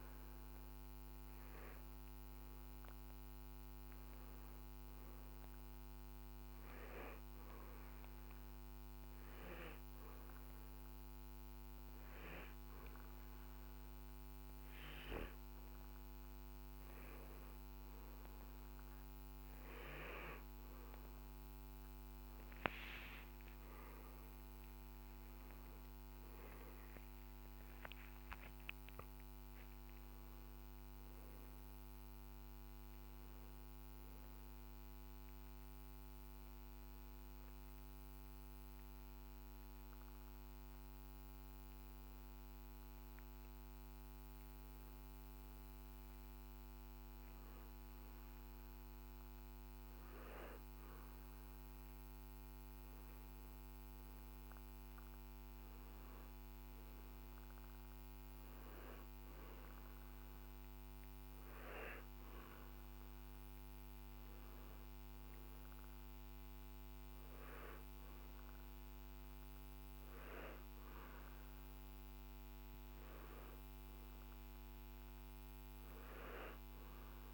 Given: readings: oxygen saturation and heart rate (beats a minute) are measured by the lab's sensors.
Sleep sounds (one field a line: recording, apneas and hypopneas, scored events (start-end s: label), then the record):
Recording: breathing in sleep by a microphone on the trachea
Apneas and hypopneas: 2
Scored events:
0.00-7.00 s: oxygen desaturation (device-marked, oxygen 94% lowest, heart rate 62 extreme)
7.50-18.50 s: hypopnea (oxygen 97% before, 93% lowest, heart rate 63 before, 59 extreme, up 11 after)
23.50-28.00 s: arousal
38.50-51.00 s: hypopnea (oxygen 95% before, 93% lowest, heart rate 73 before, 53 extreme, up 4 after)
54.00-57.50 s: arousal
From the record:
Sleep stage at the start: N2 (light sleep)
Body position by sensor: on the back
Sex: male